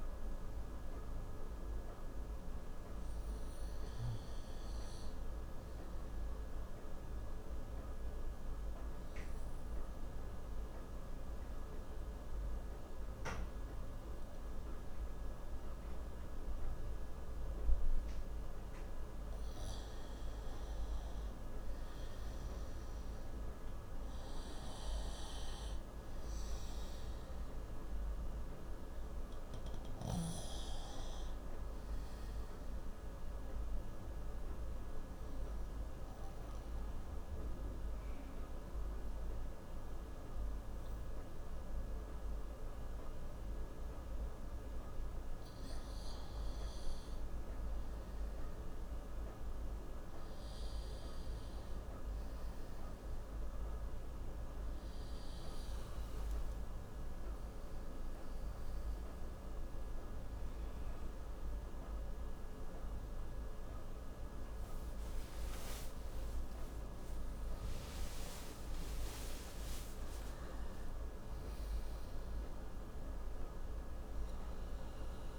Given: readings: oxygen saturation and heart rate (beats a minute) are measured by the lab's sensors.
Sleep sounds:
a person partly awake in a sleep study, hard to hear, by a room microphone; 2
1.00-5.50 s: arousal
8.00-20.50 s: obstructive apnea (oxygen 98% before, 92% lowest)
13.50-25.50 s: oxygen desaturation (device-marked, oxygen 97% before, 94% lowest)
21.50-27.00 s: arousal
30.50-49.50 s: oxygen desaturation (device-marked, oxygen 95% before, 92% lowest, heart rate 48 before, 59 extreme)
34.50-46.00 s: obstructive apnea (oxygen 97% before, 92% lowest, heart rate 53 before, 59 extreme, up 5 after)
51.50-75.39 s: new sleep stage, awake
From the record:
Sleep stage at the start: N2 (light sleep); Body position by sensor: on the left side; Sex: male

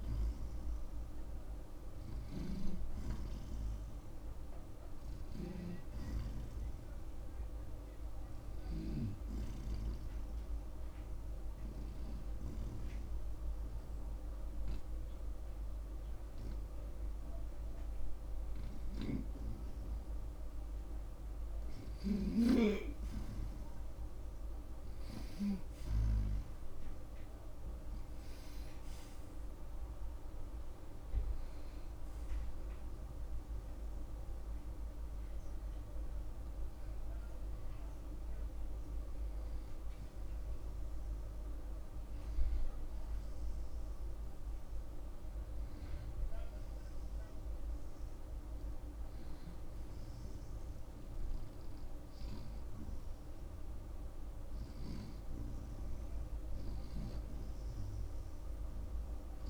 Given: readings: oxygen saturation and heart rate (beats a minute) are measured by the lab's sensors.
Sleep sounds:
breathing in sleep by a room microphone; 1
0.00-9.50 s: snoring (device-marked)
4.50-9.00 s: arousal
11.50-22.00 s: hypopnea (oxygen 91% before, 88% lowest)
30.00-35.00 s: arousal
31.50-52.50 s: oxygen desaturation (device-marked, oxygen 91% before, 88% lowest)
55.00-59.49 s: snoring (device-marked)
From the record:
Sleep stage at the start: N1 (lightest sleep); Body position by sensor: on the back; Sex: male

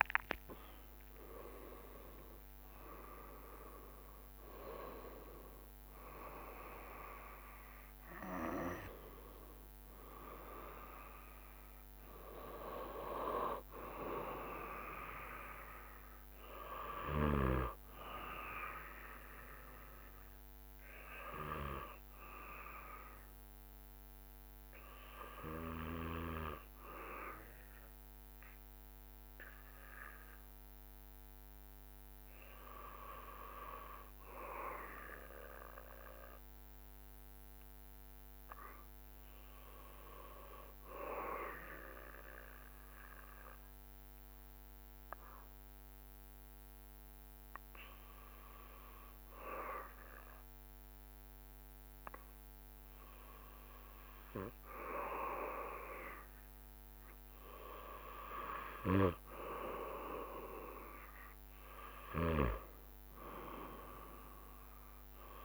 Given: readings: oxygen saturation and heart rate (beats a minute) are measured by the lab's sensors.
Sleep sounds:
breathing in sleep by a microphone on the trachea; 1
0.00-10.00 s: oxygen desaturation (device-marked, oxygen 88% lowest, heart rate 66 extreme)
0.00-11.00 s: drop in pulse transit time (device-marked, heart rate 75 extreme)
22.50-55.00 s: obstructive apnea (oxygen 95% before, 95% lowest, heart rate 81 before, 66 extreme)
56.00-59.50 s: arousal
From the record:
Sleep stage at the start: N2 (light sleep); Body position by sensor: on the back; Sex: male

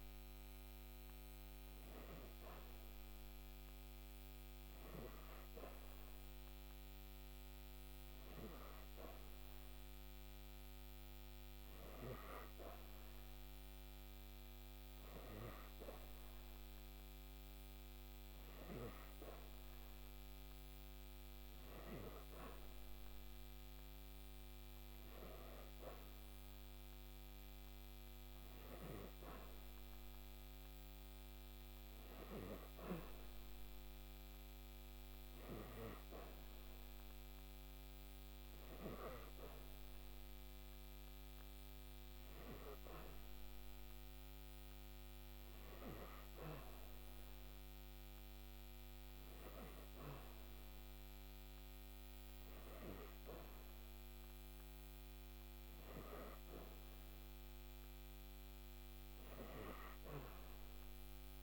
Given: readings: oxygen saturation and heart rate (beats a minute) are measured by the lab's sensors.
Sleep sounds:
breathing in sleep by a microphone on the trachea; none
none scored
From the record:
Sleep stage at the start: N3 (deep sleep); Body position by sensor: on the back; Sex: female

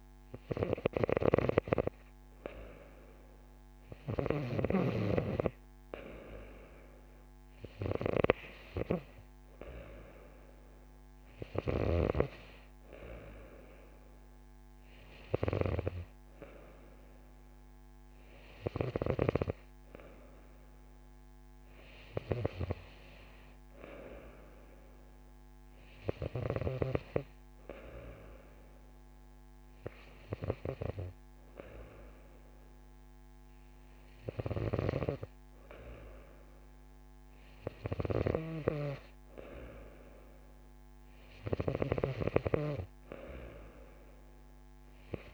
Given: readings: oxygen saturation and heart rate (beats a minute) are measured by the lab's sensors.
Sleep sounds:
breathing in sleep by a microphone on the trachea; none
none scored
From the record:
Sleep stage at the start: N2 (light sleep); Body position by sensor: on the right side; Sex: female

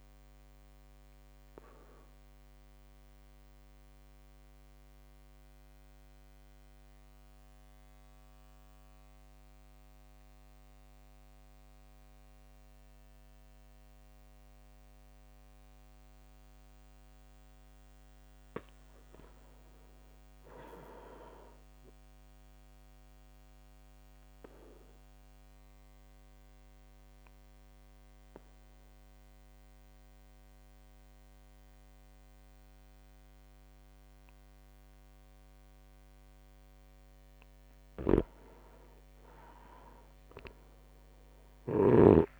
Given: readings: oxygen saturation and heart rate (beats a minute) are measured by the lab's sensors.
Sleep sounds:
breathing in sleep by a microphone on the trachea; 2
1.00-17.00 s: obstructive apnea (oxygen 100% before, 94% lowest, heart rate 58 before, 55 extreme, up 6 after)
7.50-20.50 s: oxygen desaturation (device-marked, oxygen 99% before, 95% lowest, heart rate 59 before, 55 extreme)
10.00-12.00 s: long interval between heartbeats (device-marked, heart rate 59 before, 60 extreme)
19.50-22.00 s: arousal
24.50-37.00 s: obstructive apnea (oxygen 99% before, 94% lowest, heart rate 59 before, 56 extreme, up 23 after)
33.50-42.40 s: oxygen desaturation (device-marked, oxygen 99% before, 95% lowest, heart rate 58 before, 56 extreme)
37.50-39.50 s: long interval between heartbeats (device-marked, heart rate 58 before, 67 extreme)
38.00-42.40 s: snoring (device-marked)
39.00-42.40 s: arousal
From the record:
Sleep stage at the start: REM sleep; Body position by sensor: on the back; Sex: male

